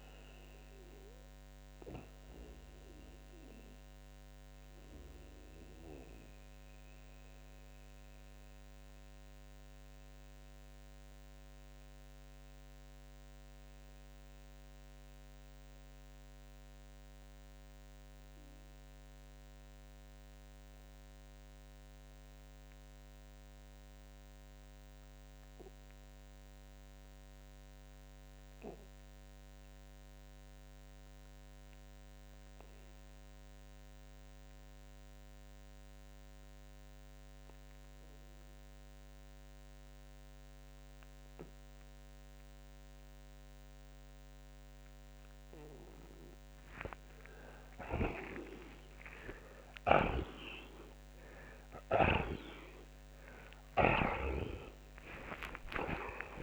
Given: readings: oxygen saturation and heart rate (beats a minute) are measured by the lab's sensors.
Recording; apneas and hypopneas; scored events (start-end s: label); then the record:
breathing in sleep by a microphone on the trachea; 1
0.00-29.00 s: oxygen desaturation (device-marked, oxygen 82% lowest)
0.50-46.00 s: mixed apnea (oxygen 97% before, 77% lowest)
43.00-56.43 s: oxygen desaturation (device-marked, oxygen 95% before, 88% lowest)
47.50-52.00 s: snoring (device-marked)
48.00-51.50 s: arousal
From the record:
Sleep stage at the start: N2 (light sleep); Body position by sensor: on the back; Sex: male